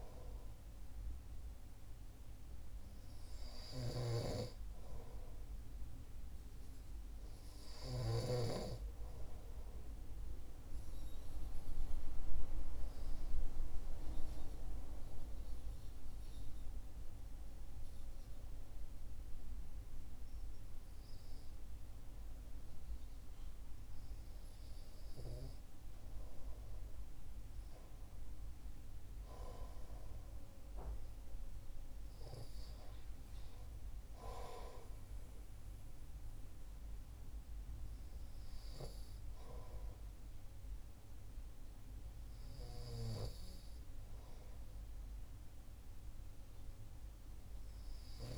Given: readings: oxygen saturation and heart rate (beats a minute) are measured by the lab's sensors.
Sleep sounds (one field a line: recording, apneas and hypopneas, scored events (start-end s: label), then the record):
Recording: breathing in sleep by a room microphone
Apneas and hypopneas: 1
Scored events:
0.00-8.00 s: snoring (device-marked)
12.50-27.00 s: hypopnea (oxygen 95% before, 92% lowest, heart rate 65 before, 59 extreme, up 7 after)
31.50-36.00 s: arousal
From the record:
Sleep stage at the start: REM sleep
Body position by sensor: on the right side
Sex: male